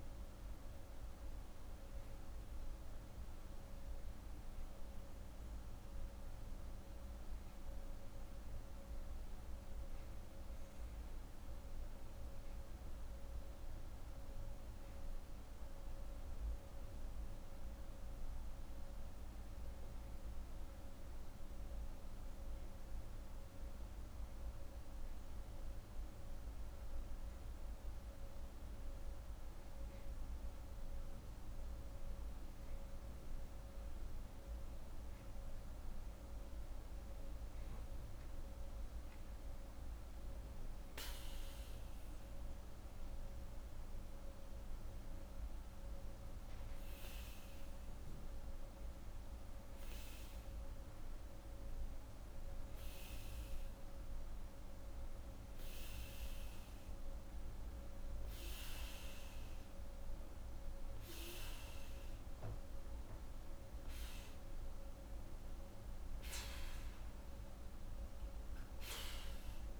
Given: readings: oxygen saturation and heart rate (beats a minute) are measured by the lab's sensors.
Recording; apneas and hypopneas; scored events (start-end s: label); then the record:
breathing in sleep, hard to hear, by a room microphone; none
none scored
From the record:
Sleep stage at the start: N2 (light sleep); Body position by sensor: on the right side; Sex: female